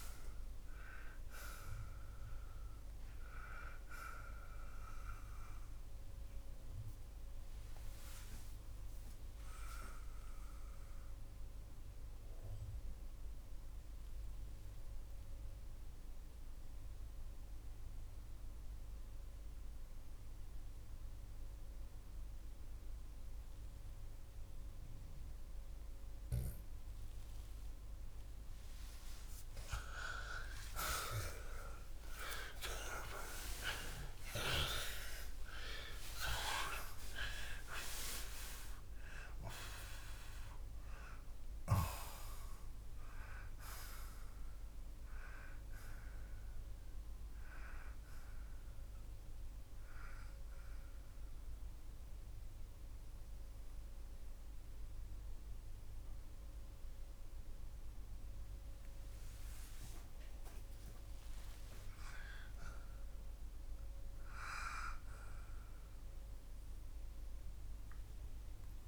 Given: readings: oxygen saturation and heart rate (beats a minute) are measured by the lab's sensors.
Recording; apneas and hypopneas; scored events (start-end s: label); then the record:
breathing in sleep by a room microphone; 2
6.00-28.50 s: obstructive apnea (oxygen 91% before, 81% lowest, heart rate 80 before, 31 extreme, up 55 after)
17.00-30.00 s: oxygen desaturation (device-marked, oxygen 90% before, 84% lowest, heart rate 48 before, 31 extreme)
32.00-36.50 s: arousal
49.50-60.50 s: central apnea (oxygen 88% before, 81% lowest, heart rate 78 before, 75 extreme, up 12 after)
57.00-68.88 s: oxygen desaturation (device-marked, oxygen 89% before, 81% lowest, heart rate 68 before, 75 extreme)
63.00-67.00 s: arousal
From the record:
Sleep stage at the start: N2 (light sleep); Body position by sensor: on the back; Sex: male